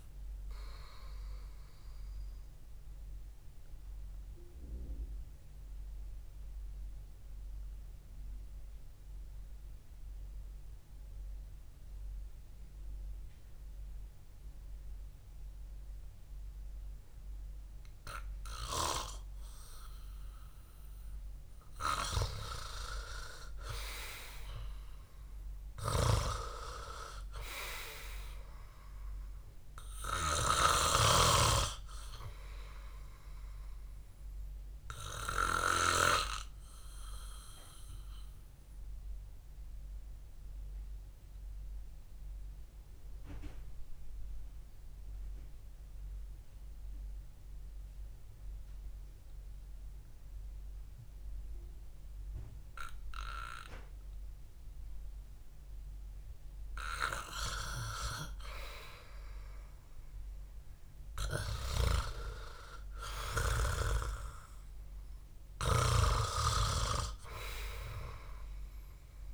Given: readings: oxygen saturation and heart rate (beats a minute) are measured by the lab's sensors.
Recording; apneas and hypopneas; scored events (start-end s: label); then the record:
breathing in sleep by a room microphone; 2
4.50-21.50 s: obstructive apnea (oxygen 97% before, 91% lowest, heart rate 65 before, 55 extreme)
16.00-32.00 s: oxygen desaturation (device-marked, oxygen 96% before, 91% lowest, heart rate 67 before, 55 extreme)
23.00-27.00 s: arousal
35.00-57.50 s: obstructive apnea (oxygen 96% before, 90% lowest, heart rate 62 before, 56 extreme)
60.50-65.00 s: arousal
From the record:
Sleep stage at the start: REM sleep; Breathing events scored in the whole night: 459 in 5.0 hours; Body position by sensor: on the back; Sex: male